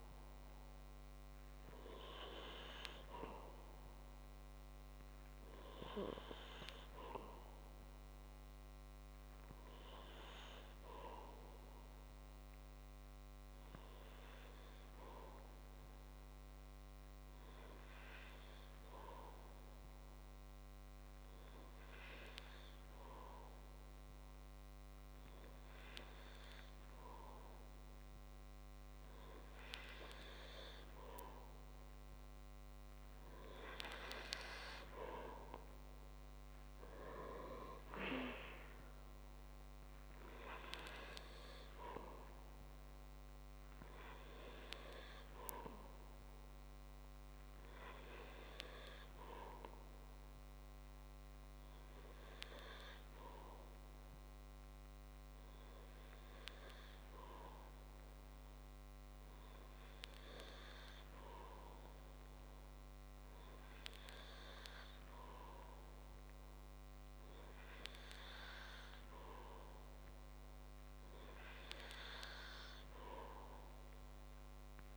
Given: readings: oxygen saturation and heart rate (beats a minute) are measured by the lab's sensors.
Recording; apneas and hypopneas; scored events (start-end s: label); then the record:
breathing in sleep by a microphone on the trachea; none
none scored
From the record:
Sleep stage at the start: N3 (deep sleep); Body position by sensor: on the back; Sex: male